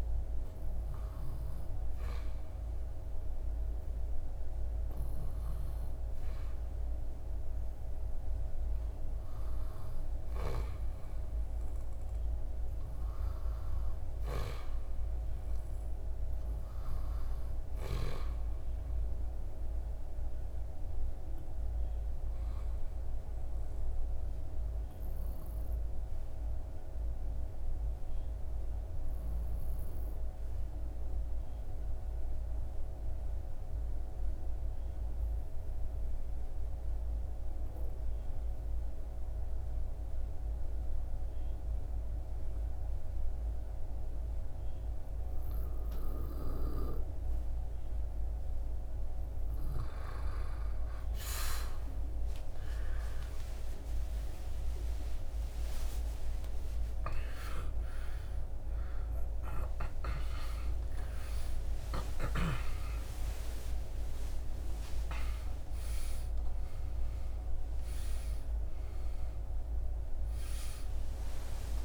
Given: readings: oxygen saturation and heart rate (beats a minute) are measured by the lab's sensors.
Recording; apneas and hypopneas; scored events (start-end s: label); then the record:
breathing in sleep by a room microphone; 1
19.00-48.00 s: obstructive apnea (oxygen 97% before, 88% lowest, heart rate 77 before, 72 extreme, up 38 after)
42.00-58.00 s: oxygen desaturation (device-marked, oxygen 97% before, 89% lowest, heart rate 75 before, 74 extreme)
65.00-71.85 s: oxygen desaturation (device-marked, oxygen 94% before, 88% lowest, heart rate 92 before, 94 extreme)
69.00-71.85 s: new sleep stage, awake
From the record:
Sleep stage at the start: N2 (light sleep); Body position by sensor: on the back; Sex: male